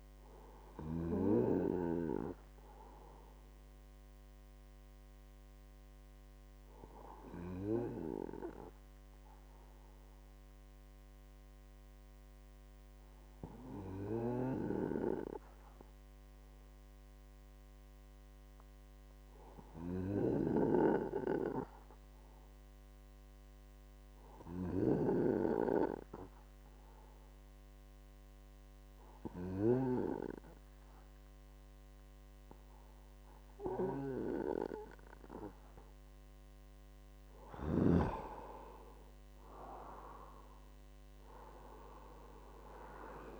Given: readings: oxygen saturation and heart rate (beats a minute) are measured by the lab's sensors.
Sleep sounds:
breathing in sleep by a microphone on the trachea; 1
9.50-34.50 s: hypopnea (oxygen 98% before, 93% lowest, heart rate 59 before, 46 extreme, up 30 after)
37.50-43.40 s: oxygen desaturation (device-marked, oxygen 97% before, 93% lowest, heart rate 59 before, 46 extreme)
38.00-41.50 s: arousal
From the record:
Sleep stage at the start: N2 (light sleep); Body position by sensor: on the right side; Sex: male

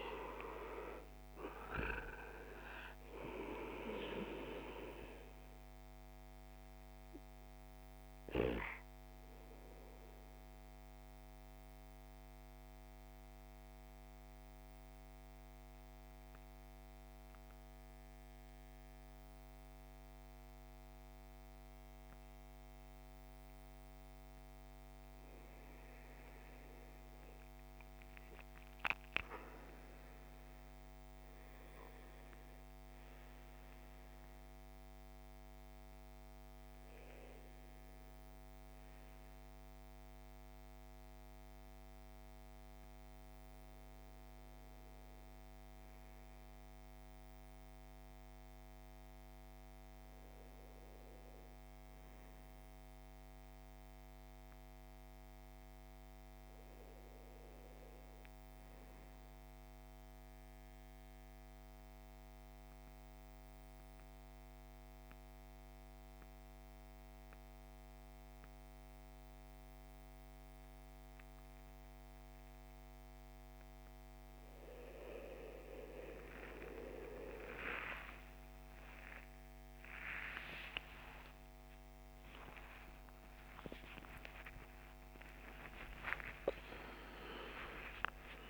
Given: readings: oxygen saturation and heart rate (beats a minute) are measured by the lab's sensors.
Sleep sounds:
breathing in sleep by a microphone on the trachea; 2
0.00-2.00 s: arousal
0.00-24.50 s: oxygen desaturation (device-marked, oxygen 88% lowest)
8.00-23.50 s: central apnea (oxygen 99% before, 88% lowest)
26.00-30.50 s: arousal
42.50-61.50 s: oxygen desaturation (device-marked, oxygen 98% before, 92% lowest)
59.50-74.50 s: central apnea (oxygen 98% before, 91% lowest)
68.50-88.49 s: new sleep stage, N1 (lightest sleep)
78.00-86.00 s: arousal
From the record:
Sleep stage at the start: N2 (light sleep); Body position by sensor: on the back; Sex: male

